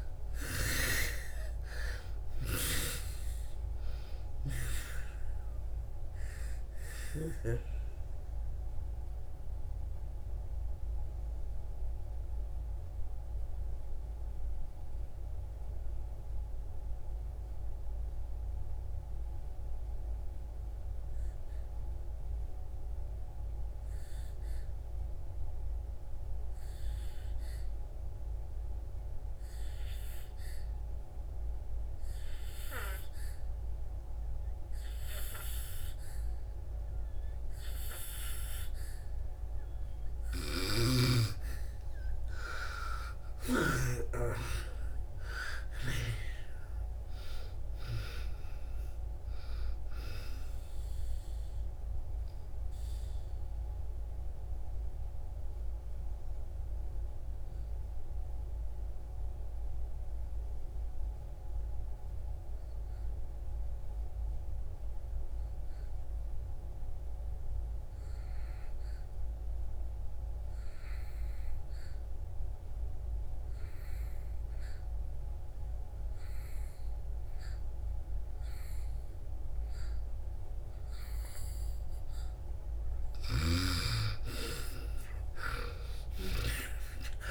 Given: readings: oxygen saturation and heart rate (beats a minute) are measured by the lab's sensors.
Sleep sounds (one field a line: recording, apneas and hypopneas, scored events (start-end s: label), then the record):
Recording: breathing in sleep by a room microphone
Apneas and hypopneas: 2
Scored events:
0.00-26.50 s: oxygen desaturation (device-marked, oxygen 75% lowest)
7.00-40.00 s: mixed apnea (oxygen 98% before, 75% lowest)
31.50-68.50 s: oxygen desaturation (device-marked, oxygen 99% before, 81% lowest)
40.00-43.50 s: snoring (device-marked)
42.50-46.00 s: arousal
51.50-82.00 s: mixed apnea (oxygen 99% before, 76% lowest)
76.50-87.31 s: oxygen desaturation (device-marked, oxygen 98% before, 78% lowest)
82.50-86.00 s: snoring (device-marked)
85.00-87.31 s: arousal
From the record:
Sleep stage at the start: N2 (light sleep)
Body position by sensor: on the back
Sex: female